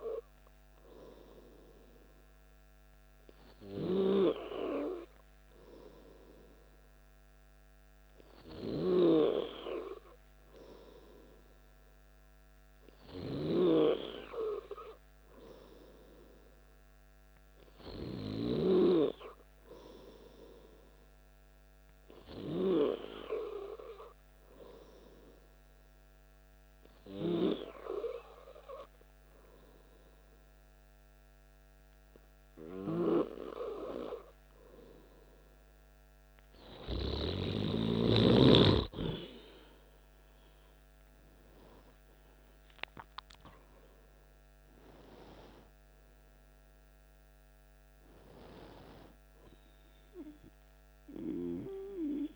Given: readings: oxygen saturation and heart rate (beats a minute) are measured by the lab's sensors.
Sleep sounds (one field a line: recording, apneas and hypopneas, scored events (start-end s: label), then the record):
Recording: breathing in sleep by a microphone on the trachea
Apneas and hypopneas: 1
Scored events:
24.00-35.50 s: hypopnea (oxygen 97% before, 95% lowest, heart rate 55 before, 54 extreme, up 4 after)
41.50-45.00 s: arousal
From the record:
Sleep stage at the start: N2 (light sleep)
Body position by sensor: on the back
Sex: male